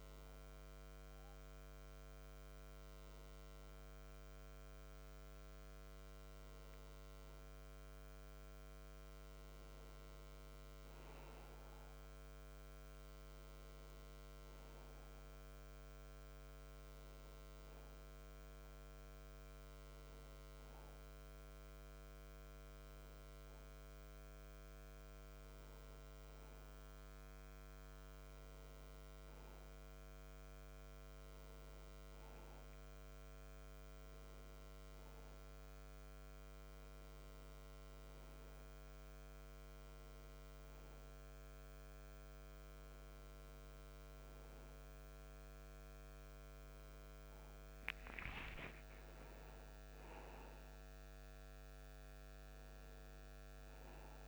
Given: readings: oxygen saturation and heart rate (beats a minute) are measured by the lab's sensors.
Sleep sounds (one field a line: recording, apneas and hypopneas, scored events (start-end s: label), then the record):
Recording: a person awake in a sleep study, hard to hear, by a microphone on the trachea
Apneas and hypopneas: none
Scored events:
none scored
From the record:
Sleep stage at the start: awake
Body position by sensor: on the back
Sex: male